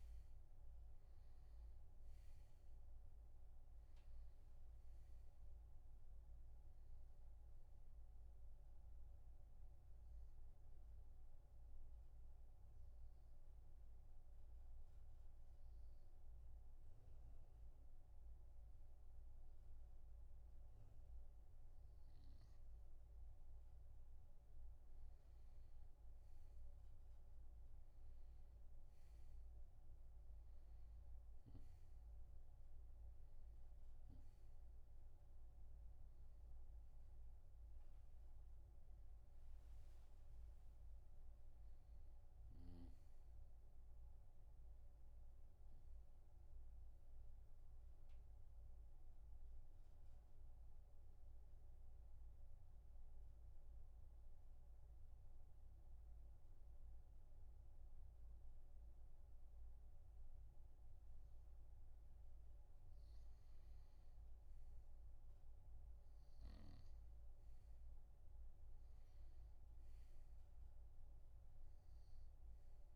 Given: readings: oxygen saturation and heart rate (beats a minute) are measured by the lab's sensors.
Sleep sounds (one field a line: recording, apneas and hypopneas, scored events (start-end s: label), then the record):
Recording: breathing in sleep, hard to hear, by a room microphone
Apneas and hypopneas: 2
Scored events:
0.00-1.00 s: arousal
2.00-21.00 s: oxygen desaturation (device-marked, oxygen 95% before, 90% lowest)
9.50-21.50 s: obstructive apnea (oxygen 96% before, 90% lowest)
24.50-29.50 s: arousal
35.00-48.00 s: oxygen desaturation (device-marked, oxygen 96% before, 92% lowest)
49.00-62.50 s: obstructive apnea (oxygen 96% before, 91% lowest)
65.50-69.00 s: arousal
From the record:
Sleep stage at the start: N2 (light sleep)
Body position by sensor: on the right side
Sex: male